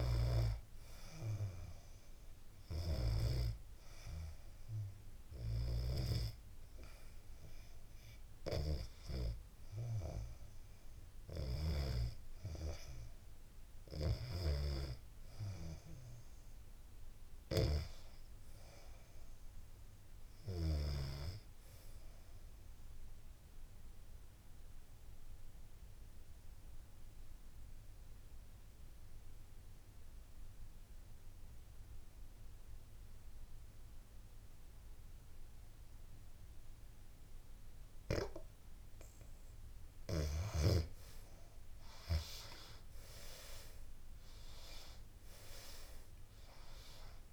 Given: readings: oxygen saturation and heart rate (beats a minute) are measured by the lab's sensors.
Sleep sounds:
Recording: breathing in sleep by a room microphone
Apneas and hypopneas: 1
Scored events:
0.00-10.00 s: oxygen desaturation (device-marked, oxygen 85% lowest, heart rate 64 extreme)
21.50-37.00 s: obstructive apnea (oxygen 98% before, 86% lowest, heart rate 79 before, 64 extreme, up 15 after)
39.50-43.00 s: arousal
44.00-47.33 s: oxygen desaturation (device-marked, oxygen 95% before, 87% lowest, heart rate 69 before, 71 extreme)
From the record:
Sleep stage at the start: REM sleep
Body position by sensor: on the back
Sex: female

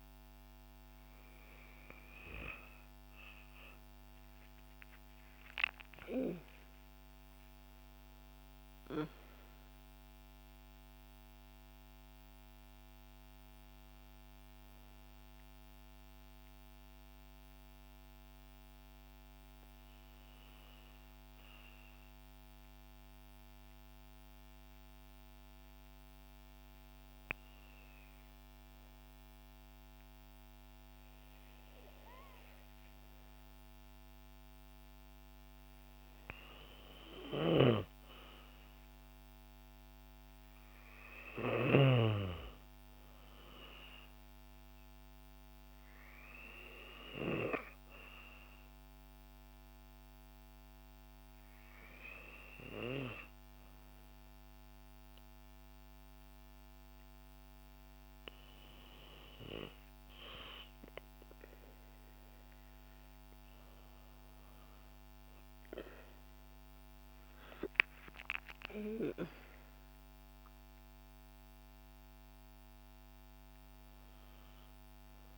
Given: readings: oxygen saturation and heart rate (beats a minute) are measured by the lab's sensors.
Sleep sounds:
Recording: breathing in sleep by a microphone on the trachea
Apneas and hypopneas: 1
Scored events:
4.50-9.00 s: arousal
21.00-33.50 s: hypopnea (oxygen 96% before, 92% lowest, heart rate 66 before, 57 extreme, up 5 after)
36.00-39.50 s: arousal
37.00-42.00 s: snoring (device-marked)
38.50-54.50 s: oxygen desaturation (device-marked, oxygen 96% before, 92% lowest, heart rate 59 before, 58 extreme)
67.00-70.50 s: arousal
From the record:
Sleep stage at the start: N2 (light sleep)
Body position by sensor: on the back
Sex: female

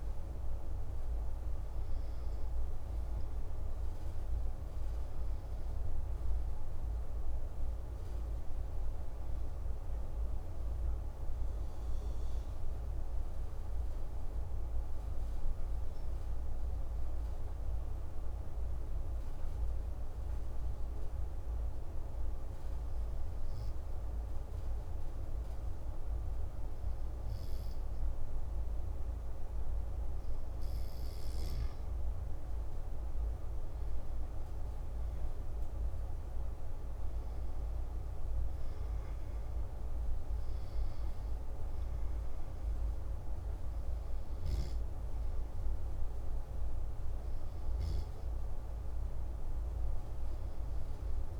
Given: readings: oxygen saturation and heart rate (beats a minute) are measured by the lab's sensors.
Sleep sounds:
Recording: breathing in sleep, hard to hear, by a room microphone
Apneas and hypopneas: 1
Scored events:
18.50-30.00 s: obstructive apnea (oxygen 96% before, 94% lowest)
32.00-36.00 s: arousal
From the record:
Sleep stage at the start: N2 (light sleep)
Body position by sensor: on the back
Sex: male

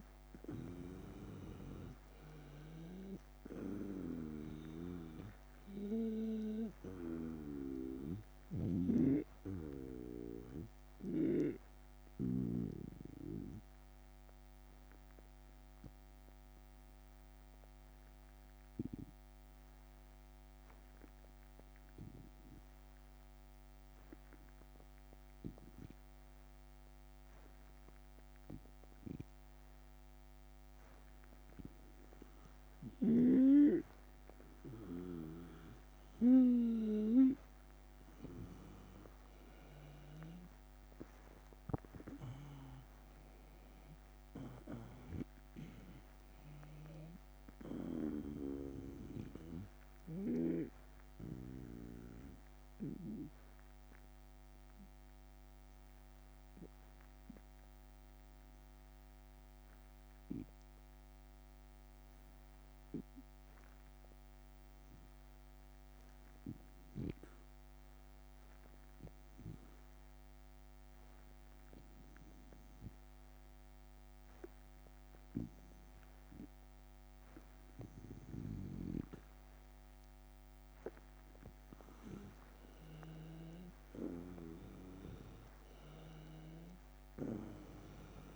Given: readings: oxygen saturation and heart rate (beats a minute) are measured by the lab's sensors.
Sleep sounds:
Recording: breathing in sleep by a microphone on the trachea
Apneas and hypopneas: 2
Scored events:
0.00-2.00 s: arousal
0.00-5.50 s: oxygen desaturation (device-marked, oxygen 92% lowest, heart rate 76 extreme)
0.00-6.00 s: snoring (device-marked)
0.00-11.50 s: drop in pulse transit time (device-marked, heart rate 79 extreme)
12.00-34.00 s: obstructive apnea (oxygen 97% before, 91% lowest, heart rate 80 before, 76 extreme, up 4 after)
32.50-40.00 s: snoring (device-marked)
33.50-64.50 s: oxygen desaturation (device-marked, oxygen 97% before, 91% lowest, heart rate 77 before, 75 extreme)
38.50-43.00 s: arousal
39.50-52.50 s: drop in pulse transit time (device-marked, heart rate 77 before, 78 extreme)
53.00-80.50 s: obstructive apnea (oxygen 97% before, 91% lowest, heart rate 80 before, 49 extreme, up 6 after)
78.00-88.36 s: snoring (device-marked)
81.50-86.00 s: arousal
86.50-88.36 s: drop in pulse transit time (device-marked, heart rate 77 before, 58 extreme)
From the record:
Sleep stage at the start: N2 (light sleep)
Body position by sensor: on the right side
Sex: male

